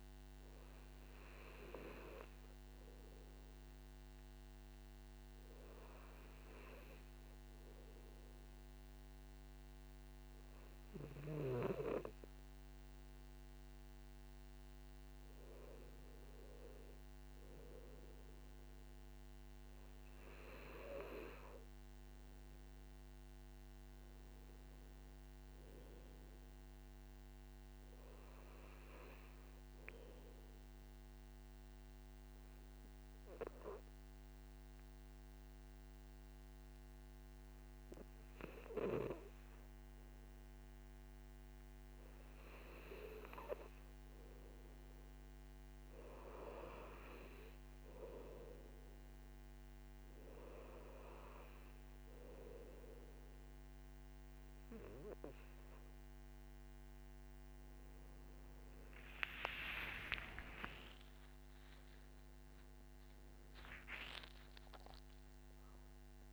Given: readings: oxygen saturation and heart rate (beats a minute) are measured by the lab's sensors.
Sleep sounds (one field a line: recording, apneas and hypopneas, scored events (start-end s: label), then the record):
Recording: breathing in sleep by a microphone on the trachea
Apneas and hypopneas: 2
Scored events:
0.00-10.00 s: oxygen desaturation (device-marked, oxygen 91% lowest, heart rate 58 extreme)
1.00-13.50 s: obstructive apnea (oxygen 97% before, 91% lowest, heart rate 61 before, 59 extreme, up 7 after)
15.50-18.50 s: arousal
31.00-43.00 s: obstructive apnea (oxygen 97% before, 92% lowest, heart rate 63 before, 56 extreme, up 1 after)
50.00-66.33 s: oxygen desaturation (device-marked, oxygen 97% before, 92% lowest, heart rate 61 before, 52 extreme)
59.50-65.50 s: arousal
From the record:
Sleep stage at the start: N2 (light sleep)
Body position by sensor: on the back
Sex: male